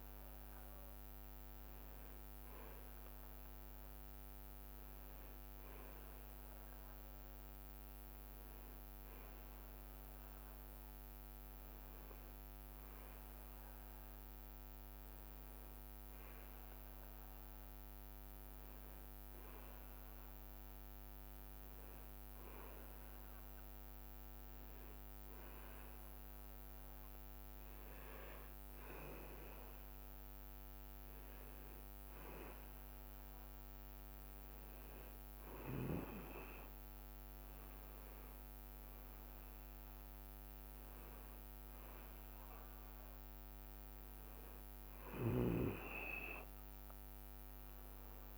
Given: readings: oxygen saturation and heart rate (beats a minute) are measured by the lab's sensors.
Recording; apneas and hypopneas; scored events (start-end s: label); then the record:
breathing in sleep by a microphone on the trachea; 1
1.00-7.00 s: leg movement (device-marked)
9.00-18.00 s: leg movement (device-marked)
21.00-30.50 s: leg movement (device-marked)
24.00-35.00 s: hypopnea (oxygen 97% before, 94% lowest, heart rate 68 before, 64 extreme, up 14 after)
33.50-43.50 s: leg movement (device-marked)
37.50-41.50 s: arousal
46.00-48.38 s: leg movement (device-marked)
From the record:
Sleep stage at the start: N2 (light sleep); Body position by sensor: on the back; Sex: male